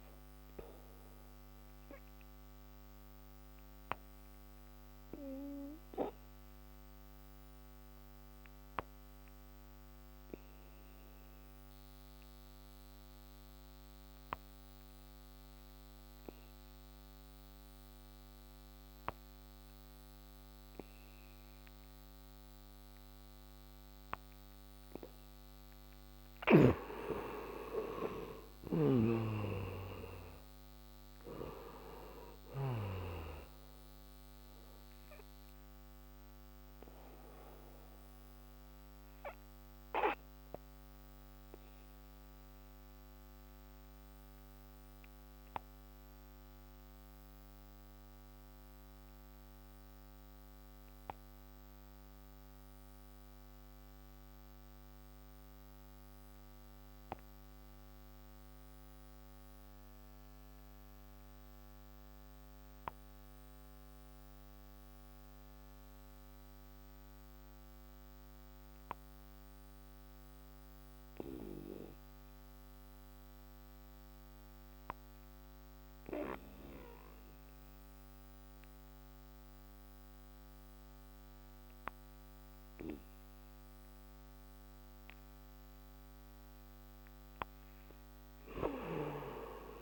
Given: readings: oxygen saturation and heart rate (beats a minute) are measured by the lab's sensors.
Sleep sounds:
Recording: breathing in sleep by a microphone on the trachea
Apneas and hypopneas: 2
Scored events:
0.00-24.50 s: oxygen desaturation (device-marked, oxygen 89% lowest)
2.00-25.50 s: obstructive apnea (oxygen 99% before, 87% lowest)
27.50-32.00 s: arousal
35.00-85.50 s: obstructive apnea (oxygen 96% before, 79% lowest)
38.50-60.50 s: oxygen desaturation (device-marked, oxygen 96% before, 87% lowest)
82.50-89.82 s: oxygen desaturation (device-marked, oxygen 96% before, 79% lowest)
88.50-89.82 s: arousal
From the record:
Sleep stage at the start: N2 (light sleep)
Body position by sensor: on the back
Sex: male

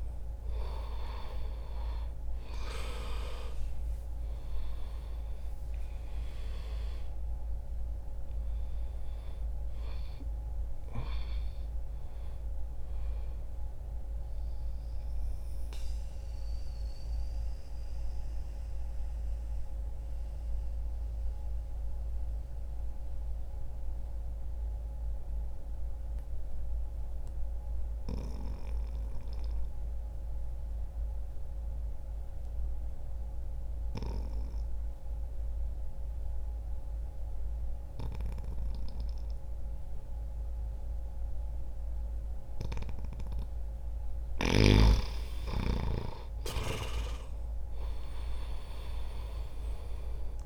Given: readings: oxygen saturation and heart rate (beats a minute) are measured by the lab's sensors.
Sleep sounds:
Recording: breathing in sleep by a room microphone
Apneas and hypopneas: 1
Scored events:
0.00-2.00 s: arousal
14.00-43.50 s: mixed apnea (oxygen 95% before, 86% lowest, heart rate 64 before, 61 extreme, up 5 after)
23.50-33.50 s: oxygen desaturation (device-marked, oxygen 93% before, 90% lowest, heart rate 63 before, 61 extreme)
35.50-50.45 s: oxygen desaturation (device-marked, oxygen 98% before, 89% lowest, heart rate 64 before, 59 extreme)
45.00-50.45 s: arousal
From the record:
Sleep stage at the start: N2 (light sleep)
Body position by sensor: on the back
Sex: male

